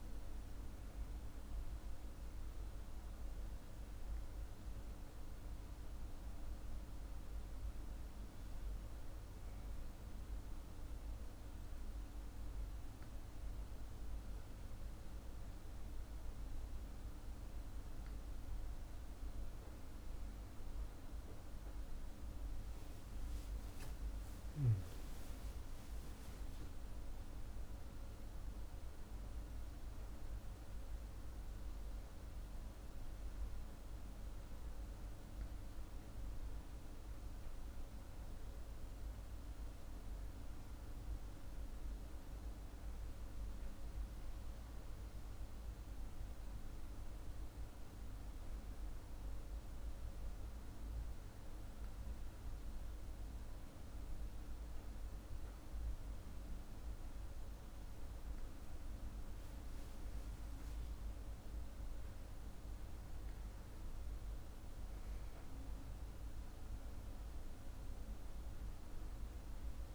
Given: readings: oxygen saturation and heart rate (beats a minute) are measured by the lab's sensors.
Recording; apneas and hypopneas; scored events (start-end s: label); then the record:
breathing in sleep, hard to hear, by a room microphone; none
24.00-27.50 s: arousal
From the record:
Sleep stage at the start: N2 (light sleep); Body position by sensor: on the back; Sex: male